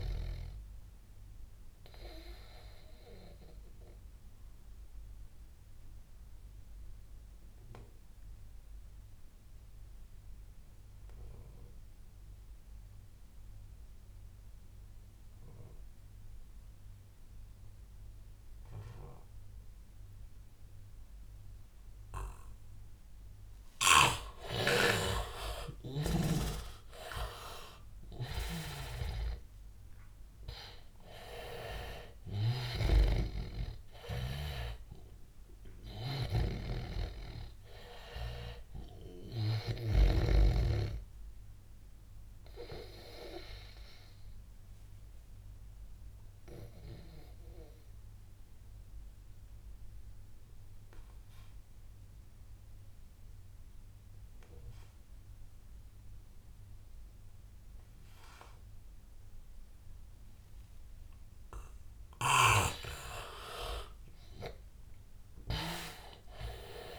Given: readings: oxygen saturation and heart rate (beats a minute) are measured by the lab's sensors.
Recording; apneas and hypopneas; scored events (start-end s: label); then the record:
breathing in sleep by a room microphone; 2
0.00-9.00 s: oxygen desaturation (device-marked, oxygen 84% lowest, heart rate 83 extreme)
1.00-24.00 s: obstructive apnea (oxygen 98% before, 81% lowest, heart rate 87 before, 83 extreme, up 7 after)
23.00-47.00 s: oxygen desaturation (device-marked, oxygen 99% before, 81% lowest, heart rate 86 before, 83 extreme)
27.50-31.00 s: arousal
32.50-40.50 s: snoring (device-marked)
43.00-61.50 s: obstructive apnea (oxygen 99% before, 82% lowest, heart rate 91 before, 82 extreme, up 11 after)
63.00-66.99 s: oxygen desaturation (device-marked, oxygen 99% before, 85% lowest, heart rate 88 before, 82 extreme)
63.50-66.99 s: arousal
From the record:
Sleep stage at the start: N2 (light sleep); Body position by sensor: on the back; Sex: male